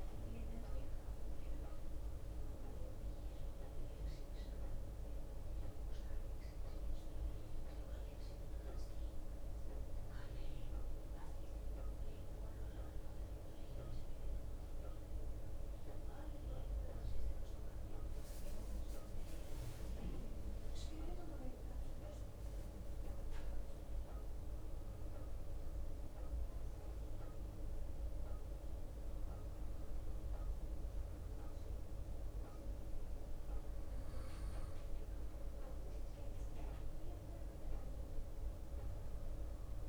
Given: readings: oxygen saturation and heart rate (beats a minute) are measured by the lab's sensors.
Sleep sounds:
breathing in sleep, hard to hear, by a room microphone; 1
0.00-8.50 s: bradycardia (device-marked, heart rate 51 extreme)
3.00-5.00 s: long interval between heartbeats (device-marked, heart rate 55 before, 59 extreme)
4.50-19.50 s: hypopnea (oxygen 93% before, 91% lowest, heart rate 55 before, 48 extreme, up 10 after)
10.50-15.50 s: bradycardia (device-marked, heart rate 61 before, 54 extreme)
18.50-30.50 s: drop in pulse transit time (device-marked, heart rate 57 before, 49 extreme)
20.00-22.00 s: long interval between heartbeats (device-marked, heart rate 58 before, 69 extreme)
21.50-25.50 s: bradycardia (device-marked, heart rate 61 before, 56 extreme)
22.50-26.50 s: arousal
28.50-36.50 s: bradycardia (device-marked, heart rate 61 before, 48 extreme)
30.00-32.00 s: long interval between heartbeats (device-marked, heart rate 59 before, 62 extreme)
35.00-37.00 s: long interval between heartbeats (device-marked, heart rate 58 before, 48 extreme)
From the record:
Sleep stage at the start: N2 (light sleep); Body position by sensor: on the right side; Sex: male

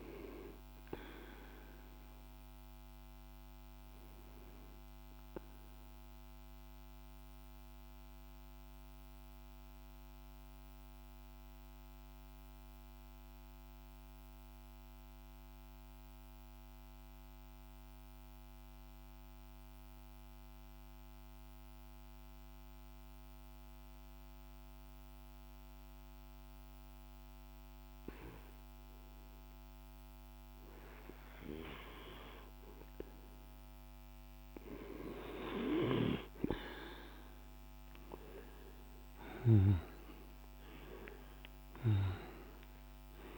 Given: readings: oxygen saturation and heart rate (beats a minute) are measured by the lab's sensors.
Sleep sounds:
breathing in sleep by a microphone on the trachea; 1
0.00-14.00 s: oxygen desaturation (device-marked, oxygen 91% lowest, heart rate 46 extreme)
3.50-33.00 s: mixed apnea (oxygen 98% before, 90% lowest, heart rate 52 before, 46 extreme, up 4 after)
29.00-43.38 s: oxygen desaturation (device-marked, oxygen 99% before, 90% lowest, heart rate 48 before, 47 extreme)
36.50-42.00 s: arousal
From the record:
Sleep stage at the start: N2 (light sleep); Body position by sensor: on the back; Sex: male

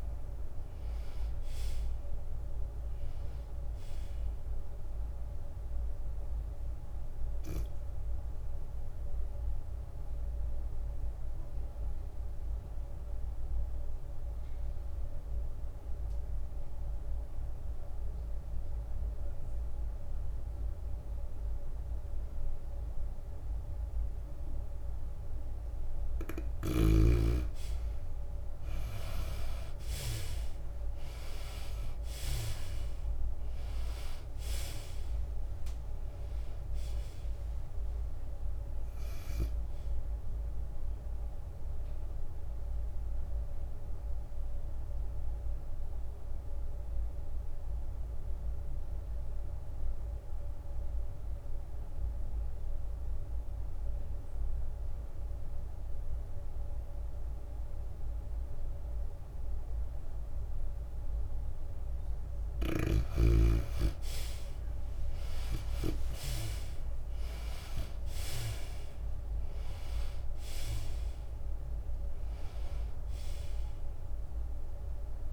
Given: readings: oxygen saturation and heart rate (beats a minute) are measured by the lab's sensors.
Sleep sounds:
breathing in sleep by a room microphone; 2
0.00-13.50 s: drop in pulse transit time (device-marked, heart rate 89 extreme)
0.00-23.50 s: oxygen desaturation (device-marked, oxygen 79% lowest, heart rate 87 extreme)
10.00-27.00 s: obstructive apnea (oxygen 94% before, 76% lowest, heart rate 92 before, 87 extreme, up 10 after)
27.50-29.50 s: long interval between heartbeats (device-marked, heart rate 93 before, 88 extreme)
30.00-34.50 s: arousal
30.50-50.50 s: drop in pulse transit time (device-marked, heart rate 91 before, 90 extreme)
33.50-53.50 s: oxygen desaturation (device-marked, oxygen 96% before, 76% lowest, heart rate 90 before, 88 extreme)
34.50-39.50 s: tachycardia (device-marked, heart rate 93 before, 102 extreme)
42.00-62.00 s: obstructive apnea (oxygen 96% before, 76% lowest, heart rate 93 before, 88 extreme, up 8 after)
60.50-75.33 s: oxygen desaturation (device-marked, oxygen 96% before, 76% lowest, heart rate 95 before, 85 extreme)
64.50-68.50 s: arousal
69.50-75.33 s: drop in pulse transit time (device-marked, heart rate 91 before, 95 extreme)
71.50-74.50 s: tachycardia (device-marked, heart rate 93 before, 101 extreme)
From the record:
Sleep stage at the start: N2 (light sleep); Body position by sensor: on the back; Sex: female

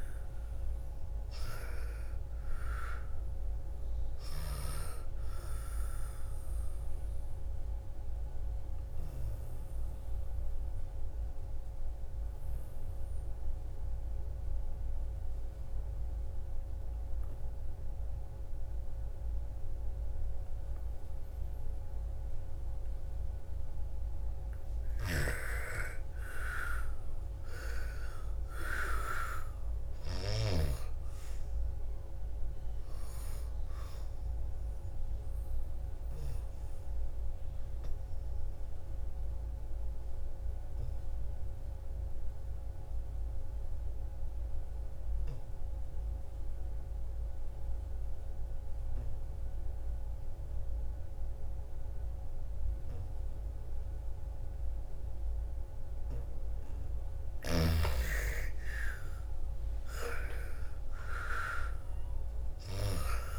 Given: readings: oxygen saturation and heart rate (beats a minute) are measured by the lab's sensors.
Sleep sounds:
breathing in sleep by a room microphone; 2
0.00-1.00 s: arousal
2.50-13.50 s: oxygen desaturation (device-marked, oxygen 98% before, 90% lowest, heart rate 59 before, 54 extreme)
6.00-23.00 s: obstructive apnea (oxygen 99% before, 82% lowest, heart rate 60 before, 54 extreme, up 16 after)
24.50-30.50 s: snoring (device-marked)
26.50-31.00 s: arousal
28.50-45.50 s: oxygen desaturation (device-marked, oxygen 97% before, 84% lowest, heart rate 57 before, 54 extreme)
35.00-56.50 s: obstructive apnea (oxygen 97% before, 82% lowest, heart rate 61 before, 54 extreme, up 15 after)
56.50-63.39 s: oxygen desaturation (device-marked, oxygen 99% before, 82% lowest, heart rate 58 before, 56 extreme)
58.00-62.50 s: arousal
From the record:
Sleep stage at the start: N2 (light sleep); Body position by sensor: on the back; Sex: female

